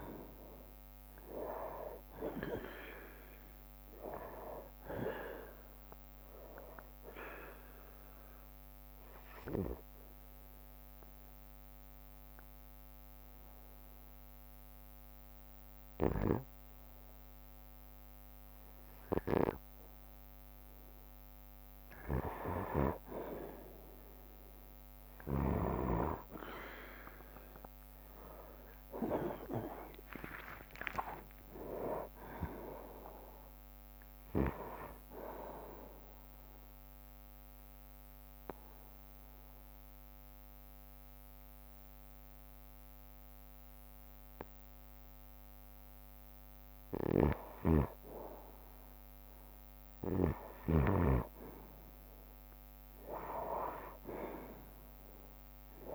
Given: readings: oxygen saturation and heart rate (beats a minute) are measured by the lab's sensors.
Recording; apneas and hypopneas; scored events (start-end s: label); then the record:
breathing in sleep by a microphone on the trachea; 2
0.00-1.00 s: bradycardia (device-marked, heart rate 55 extreme)
0.00-4.50 s: arousal
1.00-12.00 s: drop in pulse transit time (device-marked, heart rate 60 before, 57 extreme)
7.00-20.50 s: obstructive apnea (oxygen 95% before, 92% lowest, heart rate 60 before, 59 extreme, up 2 after)
16.00-18.00 s: bradycardia (device-marked, heart rate 62 before, 60 extreme)
23.50-28.50 s: arousal
26.00-42.00 s: drop in pulse transit time (device-marked, heart rate 63 before, 60 extreme)
30.50-32.50 s: long interval between heartbeats (device-marked, heart rate 61 before, 72 extreme)
36.00-46.50 s: obstructive apnea (oxygen 96% before, 90% lowest, heart rate 65 before, 59 extreme, up 1 after)
47.00-51.00 s: snoring (device-marked)
51.50-55.95 s: arousal
From the record:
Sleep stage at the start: N2 (light sleep); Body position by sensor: on the right side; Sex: male